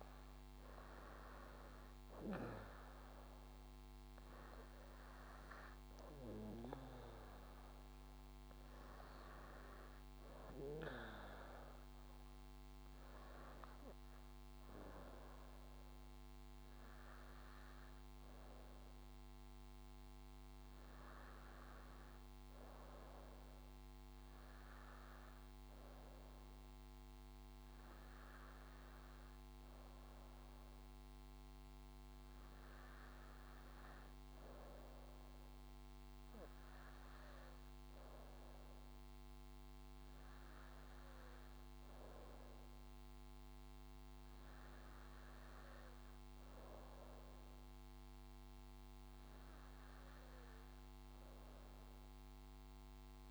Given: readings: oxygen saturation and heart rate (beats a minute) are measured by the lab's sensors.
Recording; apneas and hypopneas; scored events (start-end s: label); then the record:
breathing in sleep by a microphone on the trachea; none
0.00-16.00 s: oxygen desaturation (device-marked, oxygen 91% lowest, heart rate 64 extreme)
From the record:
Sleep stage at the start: N2 (light sleep); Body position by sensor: on the back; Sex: female